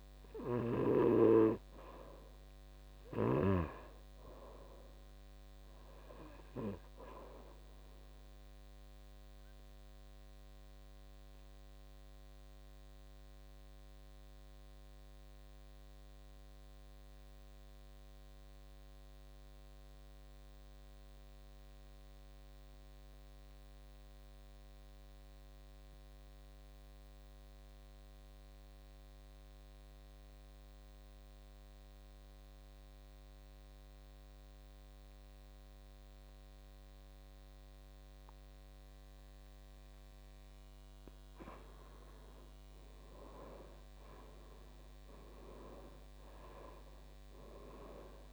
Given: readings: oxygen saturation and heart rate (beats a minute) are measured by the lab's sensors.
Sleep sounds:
breathing in sleep by a microphone on the trachea; 1
0.00-19.50 s: oxygen desaturation (device-marked, oxygen 79% lowest, heart rate 54 extreme)
9.00-40.50 s: obstructive apnea (oxygen 97% before, 77% lowest, heart rate 66 before, 53 extreme, up 10 after)
34.50-48.33 s: oxygen desaturation (device-marked, oxygen 98% before, 77% lowest, heart rate 57 before, 52 extreme)
42.50-47.00 s: arousal
From the record:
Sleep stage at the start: N2 (light sleep); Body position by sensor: on the back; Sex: male

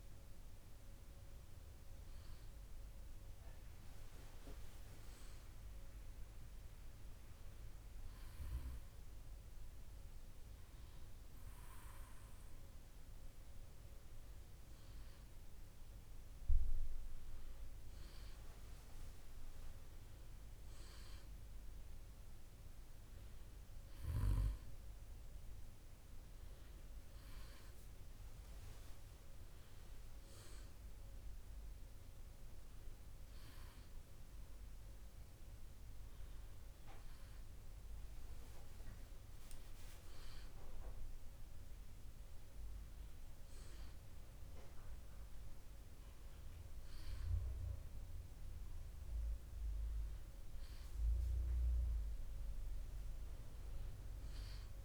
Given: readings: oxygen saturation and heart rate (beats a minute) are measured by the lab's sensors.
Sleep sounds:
breathing in sleep, hard to hear, by a room microphone; none
0.00-1.50 s: arousal
From the record:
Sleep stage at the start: N2 (light sleep); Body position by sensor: on the back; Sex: male

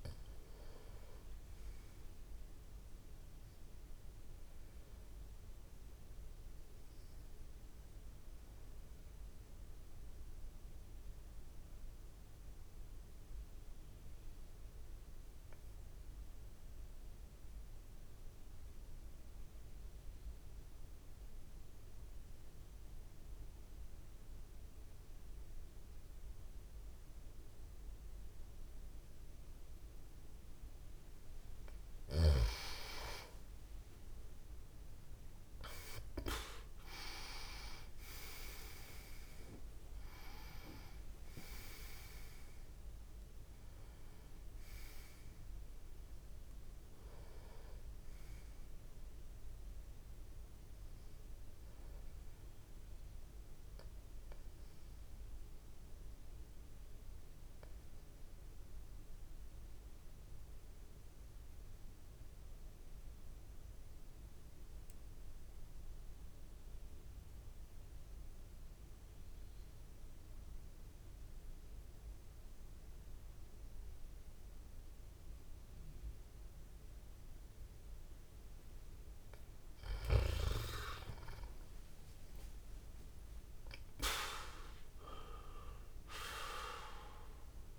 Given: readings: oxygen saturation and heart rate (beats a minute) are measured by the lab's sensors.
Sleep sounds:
breathing in sleep by a room microphone; 2
0.00-5.50 s: oxygen desaturation (device-marked, oxygen 87% lowest)
5.00-31.00 s: obstructive apnea (oxygen 97% before, 89% lowest)
29.50-43.50 s: oxygen desaturation (device-marked, oxygen 98% before, 93% lowest)
32.50-36.50 s: arousal
49.50-57.50 s: oxygen desaturation (device-marked, oxygen 95% before, 89% lowest)
52.00-78.00 s: obstructive apnea (oxygen 98% before, 89% lowest)
80.00-83.50 s: arousal
From the record:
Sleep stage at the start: N2 (light sleep); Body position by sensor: on the back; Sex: male

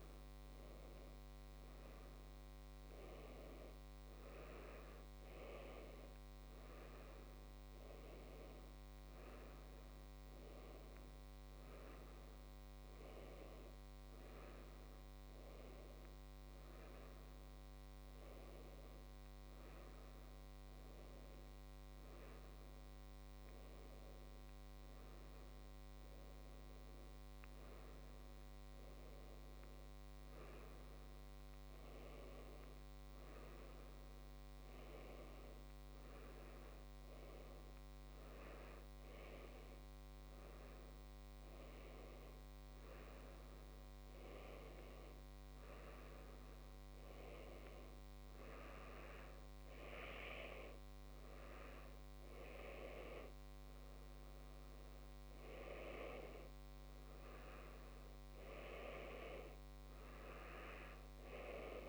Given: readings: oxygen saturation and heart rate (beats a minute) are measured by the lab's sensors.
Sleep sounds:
breathing in sleep by a microphone on the trachea; none
none scored
From the record:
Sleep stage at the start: N2 (light sleep); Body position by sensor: on the back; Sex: male

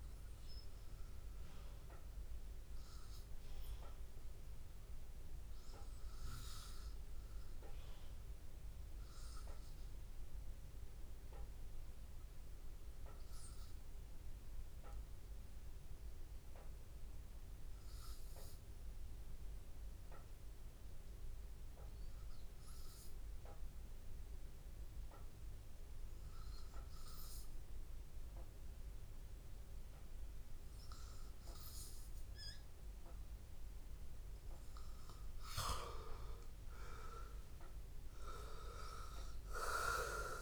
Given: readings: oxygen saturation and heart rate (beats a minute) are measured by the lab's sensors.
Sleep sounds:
breathing in sleep by a room microphone; 1
0.00-7.00 s: oxygen desaturation (device-marked, oxygen 91% lowest, heart rate 81 extreme)
2.00-30.50 s: obstructive apnea (oxygen 96% before, 92% lowest, heart rate 84 before, 81 extreme, up 3 after)
21.00-40.42 s: oxygen desaturation (device-marked, oxygen 99% before, 92% lowest, heart rate 82 before, 73 extreme)
33.00-37.00 s: arousal
From the record:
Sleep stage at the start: N2 (light sleep); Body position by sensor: on the back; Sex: male

